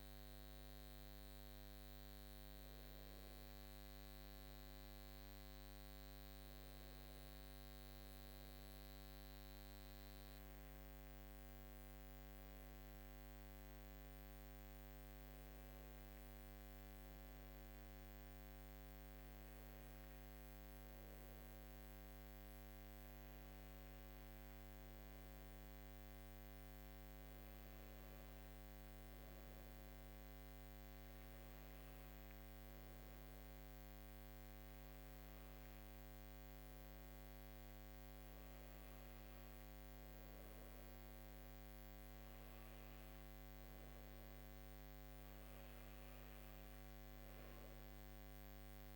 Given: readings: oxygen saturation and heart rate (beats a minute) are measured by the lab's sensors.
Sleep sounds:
breathing in sleep, hard to hear, by a microphone on the trachea; none
none scored
From the record:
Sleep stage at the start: N2 (light sleep); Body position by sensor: on the left side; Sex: female

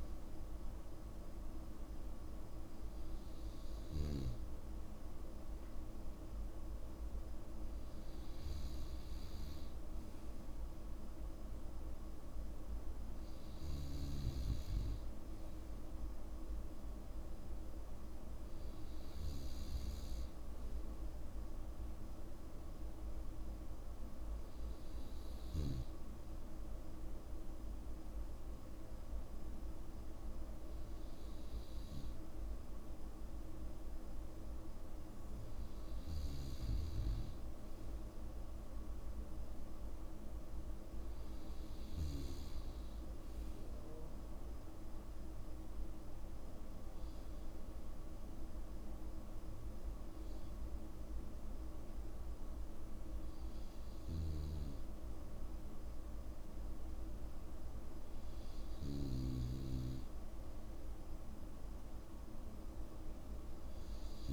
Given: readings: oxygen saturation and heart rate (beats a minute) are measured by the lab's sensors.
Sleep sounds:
breathing in sleep, hard to hear, by a room microphone; none
none scored
From the record:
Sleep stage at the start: N2 (light sleep); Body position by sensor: on the back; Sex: male

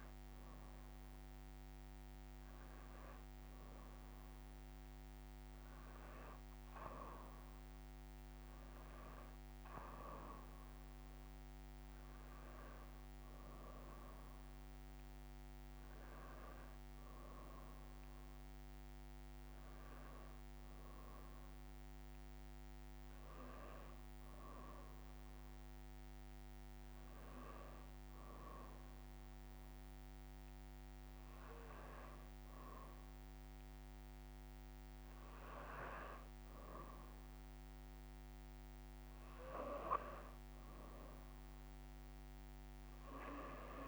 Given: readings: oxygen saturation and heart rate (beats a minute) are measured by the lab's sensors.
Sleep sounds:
breathing in sleep by a microphone on the trachea; none
0.00-7.00 s: tachycardia (device-marked, heart rate 156 extreme)
From the record:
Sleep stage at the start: N2 (light sleep); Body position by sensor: on the back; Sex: female

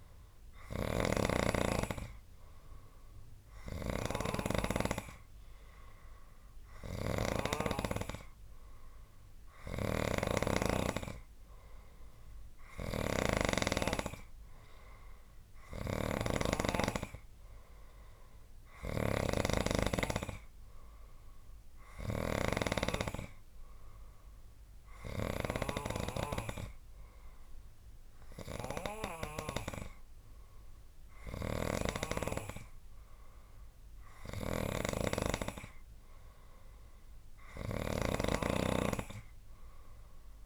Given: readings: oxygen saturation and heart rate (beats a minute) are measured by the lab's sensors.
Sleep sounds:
breathing in sleep by a room microphone; none
0.50-7.50 s: snoring (device-marked)
9.50-25.50 s: snoring (device-marked)
31.50-40.46 s: snoring (device-marked)
From the record:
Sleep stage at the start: N3 (deep sleep); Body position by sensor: on the right side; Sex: male

